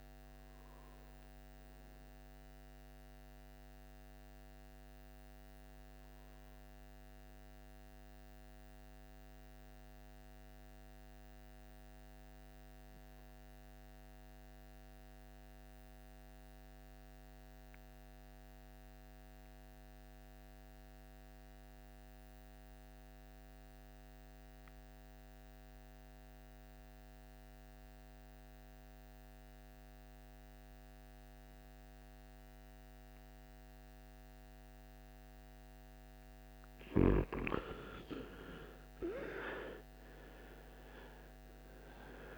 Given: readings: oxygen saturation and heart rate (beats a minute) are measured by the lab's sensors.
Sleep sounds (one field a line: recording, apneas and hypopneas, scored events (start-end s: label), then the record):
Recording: breathing in sleep by a microphone on the trachea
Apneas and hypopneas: 1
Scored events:
0.00-8.50 s: oxygen desaturation (device-marked, oxygen 86% lowest, heart rate 53 extreme)
12.00-35.00 s: obstructive apnea (oxygen 99% before, 84% lowest, heart rate 61 before, 55 extreme, up 15 after)
28.50-42.37 s: oxygen desaturation (device-marked, oxygen 98% before, 84% lowest, heart rate 57 before, 52 extreme)
37.50-42.37 s: arousal
From the record:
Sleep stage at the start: N2 (light sleep)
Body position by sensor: on the right side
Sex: male